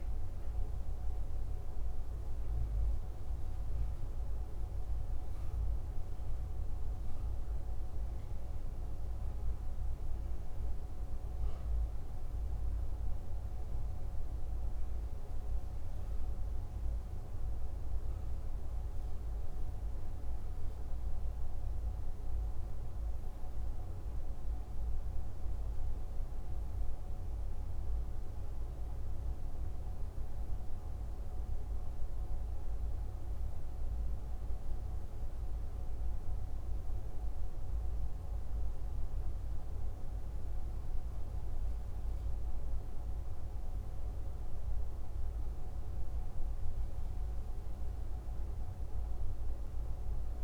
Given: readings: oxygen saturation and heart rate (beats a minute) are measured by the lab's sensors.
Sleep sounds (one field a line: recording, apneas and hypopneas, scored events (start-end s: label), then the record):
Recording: breathing in sleep, hard to hear, by a room microphone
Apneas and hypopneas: none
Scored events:
none scored
From the record:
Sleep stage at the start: N2 (light sleep)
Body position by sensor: on the left side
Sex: male